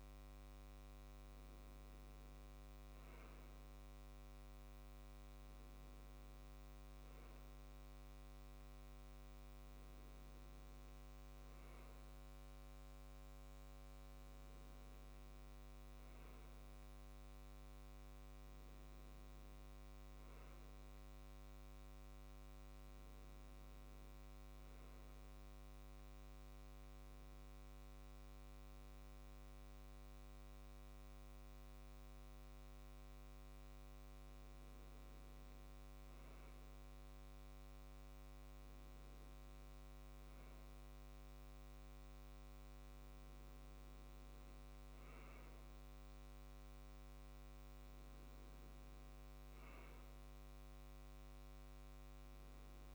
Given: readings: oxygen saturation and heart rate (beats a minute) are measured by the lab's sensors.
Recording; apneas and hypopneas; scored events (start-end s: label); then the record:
breathing in sleep, hard to hear, by a microphone on the trachea; none
13.50-52.95 s: new sleep stage, N2 (light sleep)
45.00-49.00 s: arousal
From the record:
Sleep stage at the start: N1 (lightest sleep); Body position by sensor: on the left side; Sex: male